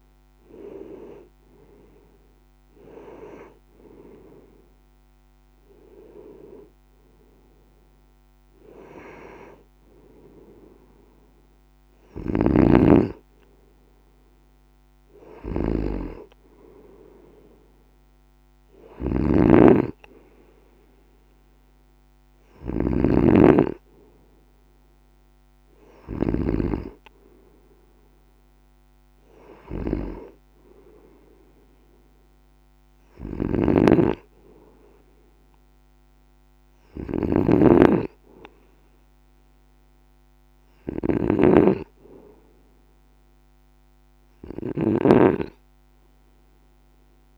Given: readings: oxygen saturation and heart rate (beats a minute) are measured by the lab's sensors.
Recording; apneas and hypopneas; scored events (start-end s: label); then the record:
breathing in sleep by a microphone on the trachea; none
12.00-26.50 s: snoring (device-marked)
33.00-47.38 s: snoring (device-marked)
From the record:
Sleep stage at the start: N2 (light sleep); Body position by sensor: on the right side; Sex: male